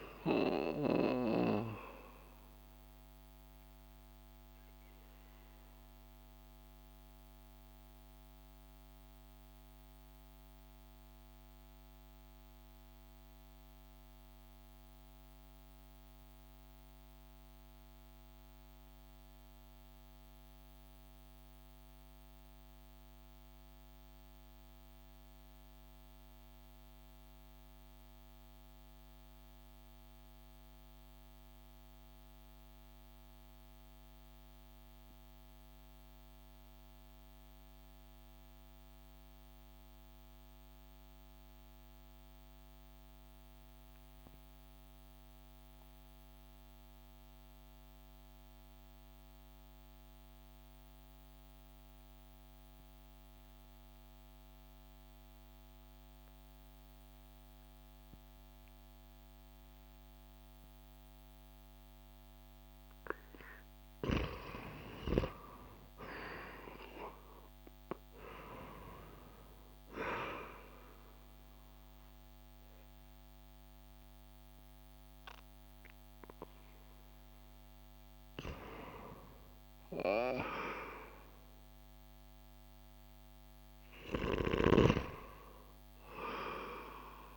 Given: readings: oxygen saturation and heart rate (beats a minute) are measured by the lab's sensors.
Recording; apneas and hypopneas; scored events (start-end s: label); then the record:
breathing in sleep by a microphone on the trachea; 1
0.00-11.50 s: oxygen desaturation (device-marked, oxygen 90% lowest)
1.50-63.50 s: mixed apnea (oxygen 97% before, 88% lowest)
56.50-87.37 s: oxygen desaturation (device-marked, oxygen 96% before, 88% lowest)
66.00-70.50 s: arousal
From the record:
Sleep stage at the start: N2 (light sleep); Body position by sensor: on the back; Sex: male